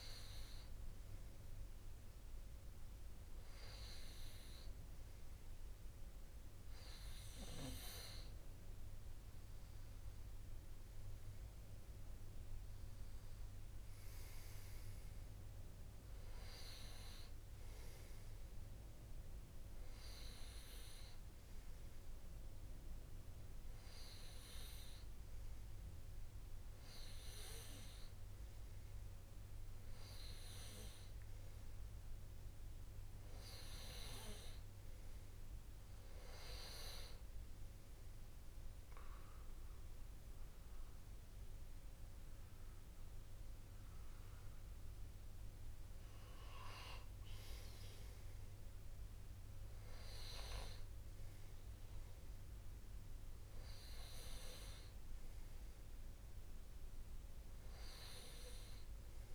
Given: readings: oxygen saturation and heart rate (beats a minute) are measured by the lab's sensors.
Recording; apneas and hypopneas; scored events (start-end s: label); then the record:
breathing in sleep by a room microphone; none
none scored
From the record:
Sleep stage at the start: N2 (light sleep); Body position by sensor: on the right side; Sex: male